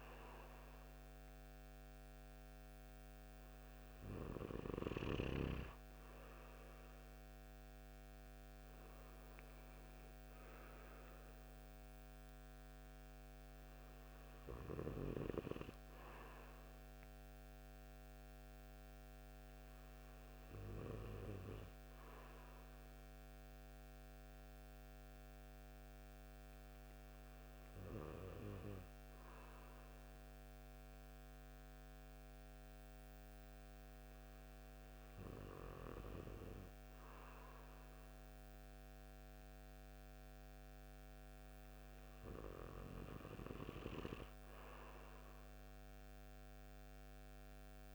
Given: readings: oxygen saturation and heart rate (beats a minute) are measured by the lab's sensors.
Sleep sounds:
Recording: breathing in sleep by a microphone on the trachea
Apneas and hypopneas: none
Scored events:
none scored
From the record:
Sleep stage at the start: N2 (light sleep)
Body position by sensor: on the right side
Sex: male

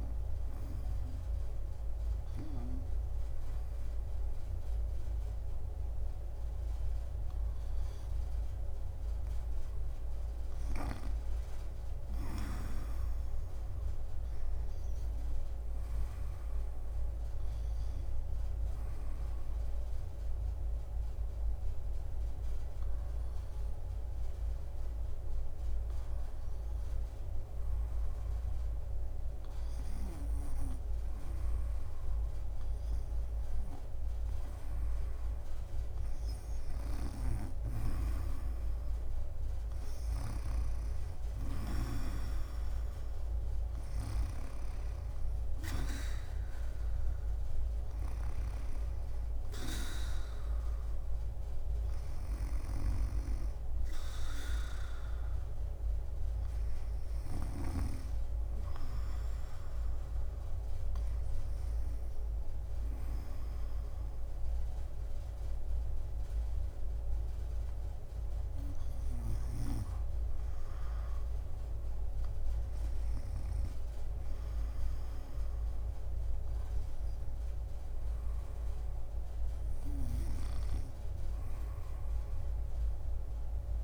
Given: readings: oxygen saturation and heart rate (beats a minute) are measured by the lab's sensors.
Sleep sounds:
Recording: breathing in sleep by a room microphone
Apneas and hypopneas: 1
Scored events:
0.00-5.50 s: drop in pulse transit time (device-marked, heart rate 76 extreme)
19.50-31.50 s: obstructive apnea (oxygen 91% before, 88% lowest, heart rate 75 before, 72 extreme, up 1 after)
23.50-34.50 s: oxygen desaturation (device-marked, oxygen 91% before, 88% lowest, heart rate 74 before, 72 extreme)
34.50-38.00 s: arousal
36.50-57.50 s: snoring (device-marked)
42.50-52.50 s: oxygen desaturation (device-marked, oxygen 94% before, 90% lowest, heart rate 75 before, 70 extreme)
45.00-47.50 s: leg movement (device-marked)
47.50-52.50 s: arousal
71.50-82.50 s: drop in pulse transit time (device-marked, heart rate 76 before, 66 extreme)
From the record:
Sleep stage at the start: REM sleep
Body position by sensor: on the back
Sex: female

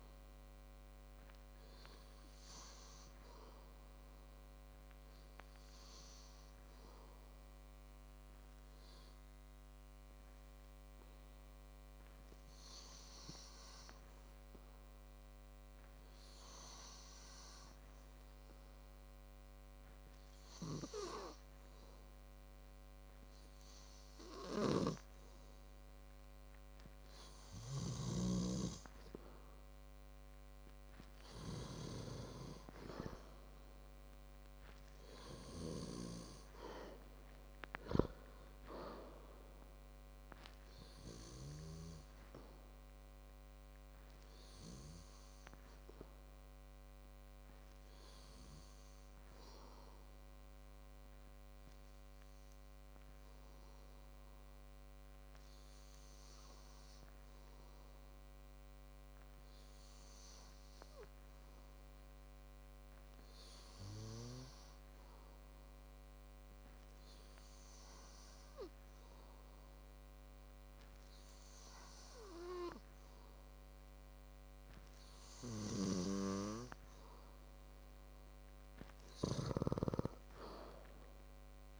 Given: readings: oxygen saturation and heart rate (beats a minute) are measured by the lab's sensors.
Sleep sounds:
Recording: breathing in sleep by a microphone on the trachea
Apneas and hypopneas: 2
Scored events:
21.50-33.00 s: hypopnea (oxygen 98% before, 94% lowest, heart rate 59 before, 52 extreme, up 5 after)
36.50-40.50 s: arousal
57.00-75.50 s: hypopnea (oxygen 97% before, 92% lowest, heart rate 59 before, 54 extreme, up 7 after)
59.50-68.50 s: oxygen desaturation (device-marked, oxygen 98% before, 94% lowest, heart rate 58 before, 55 extreme)
77.50-80.00 s: arousal
From the record:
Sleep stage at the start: N2 (light sleep)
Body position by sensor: on the back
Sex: male

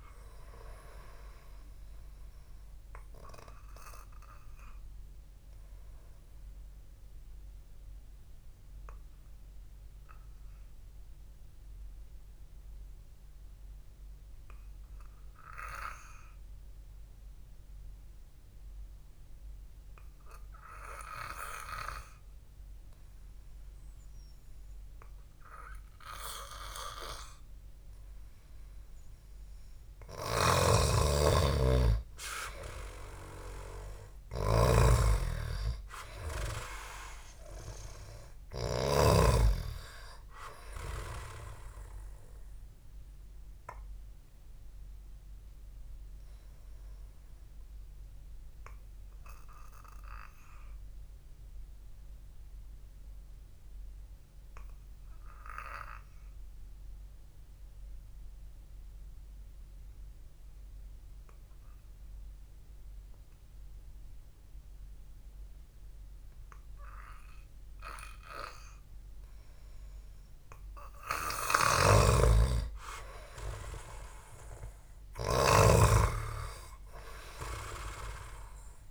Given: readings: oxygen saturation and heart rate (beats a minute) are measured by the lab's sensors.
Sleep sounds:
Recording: breathing in sleep by a room microphone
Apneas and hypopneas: 2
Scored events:
8.00-28.50 s: obstructive apnea (oxygen 97% before, 93% lowest, heart rate 59 before, 50 extreme, up 0 after)
30.50-39.00 s: snoring (device-marked)
31.50-35.50 s: arousal
46.50-69.00 s: obstructive apnea (oxygen 98% before, 93% lowest, heart rate 55 before, 50 extreme, up 0 after)
71.50-78.91 s: snoring (device-marked)
72.50-76.50 s: arousal
74.50-78.91 s: oxygen desaturation (device-marked, oxygen 98% before, 93% lowest, heart rate 58 before, 53 extreme)
From the record:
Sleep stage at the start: N2 (light sleep)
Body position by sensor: on the back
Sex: male

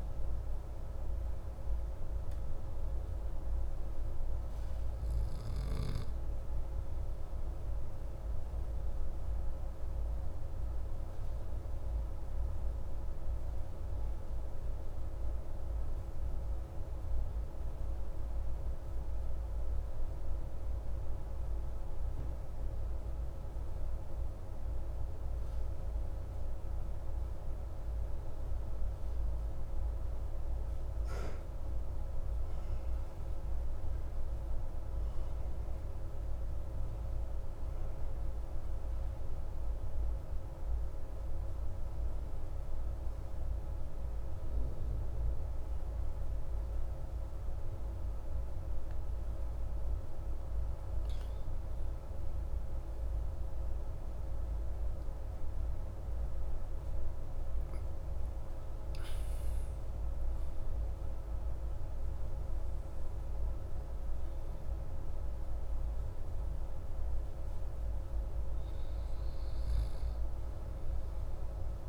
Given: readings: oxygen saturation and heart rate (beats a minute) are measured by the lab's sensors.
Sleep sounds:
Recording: breathing in sleep, hard to hear, by a room microphone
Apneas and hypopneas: 1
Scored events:
6.50-49.00 s: obstructive apnea (oxygen 96% before, 93% lowest)
53.50-57.50 s: arousal
From the record:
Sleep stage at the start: N2 (light sleep)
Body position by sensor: on the back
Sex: male

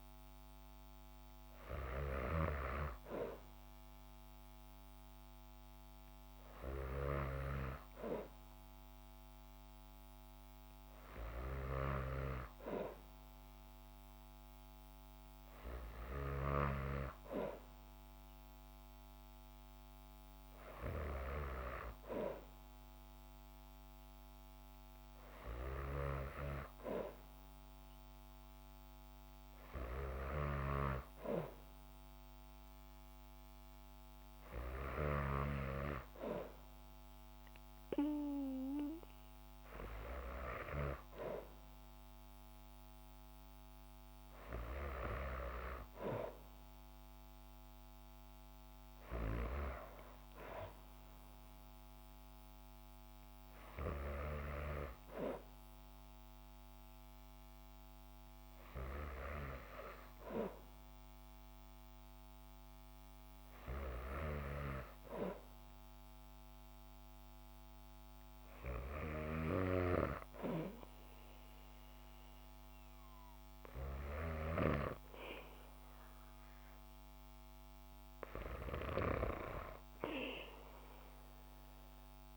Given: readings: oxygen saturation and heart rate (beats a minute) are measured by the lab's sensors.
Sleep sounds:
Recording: breathing in sleep by a microphone on the trachea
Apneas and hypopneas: none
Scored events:
none scored
From the record:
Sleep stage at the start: N2 (light sleep)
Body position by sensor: on the back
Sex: female

